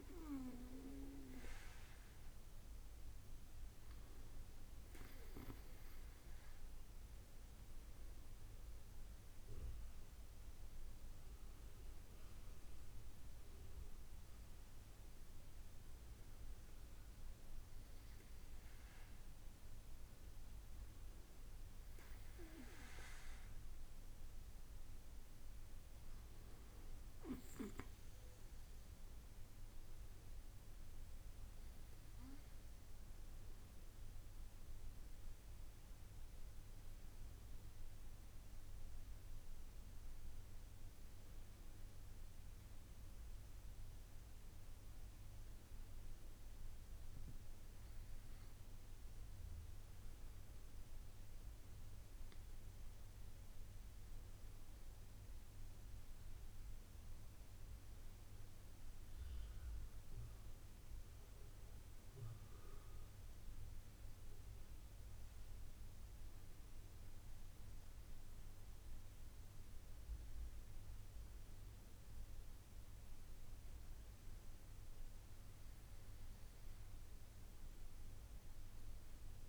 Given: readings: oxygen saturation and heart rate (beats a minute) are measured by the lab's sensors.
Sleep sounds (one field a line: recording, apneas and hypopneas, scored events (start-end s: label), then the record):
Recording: breathing in sleep, hard to hear, by a room microphone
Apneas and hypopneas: none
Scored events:
34.50-79.49 s: new sleep stage, N1 (lightest sleep)
From the record:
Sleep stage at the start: N2 (light sleep)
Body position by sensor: on the back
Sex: male